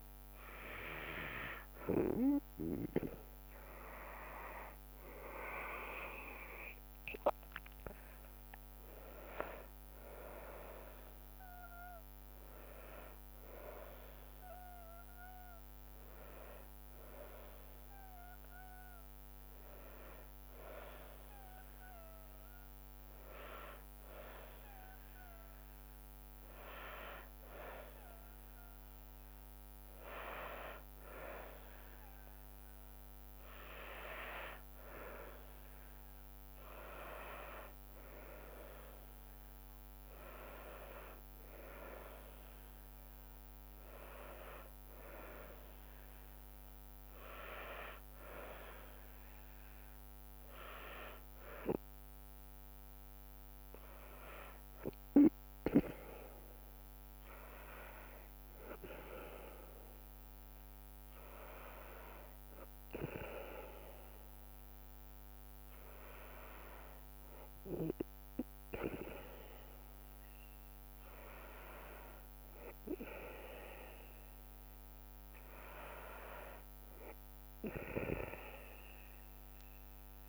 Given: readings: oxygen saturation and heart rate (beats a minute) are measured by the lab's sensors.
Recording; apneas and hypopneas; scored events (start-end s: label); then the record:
breathing in sleep by a microphone on the trachea; none
5.00-17.00 s: drop in pulse transit time (device-marked, heart rate 73 before, 73 extreme)
5.50-10.50 s: arousal
12.00-23.00 s: oxygen desaturation (device-marked, oxygen 93% before, 89% lowest, heart rate 76 before, 69 extreme)
61.00-70.00 s: drop in pulse transit time (device-marked, heart rate 70 before, 74 extreme)
From the record:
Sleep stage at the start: N2 (light sleep); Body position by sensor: on the back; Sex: female